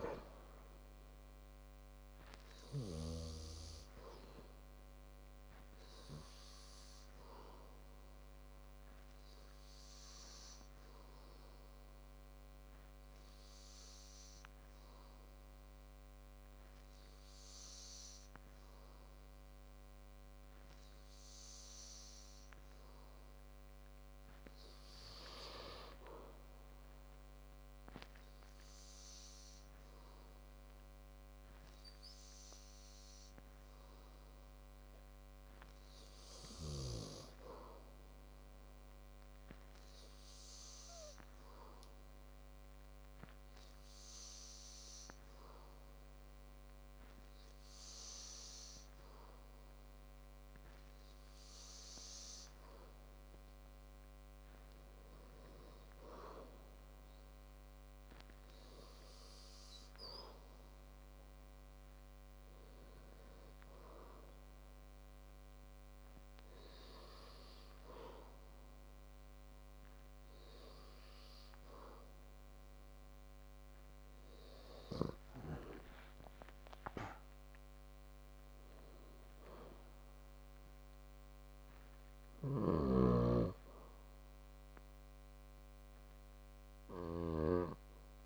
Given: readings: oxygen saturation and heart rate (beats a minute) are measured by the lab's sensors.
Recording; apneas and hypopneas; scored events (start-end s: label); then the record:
breathing in sleep by a microphone on the trachea; none
76.50-80.50 s: arousal
From the record:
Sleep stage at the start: N2 (light sleep); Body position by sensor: on the back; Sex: male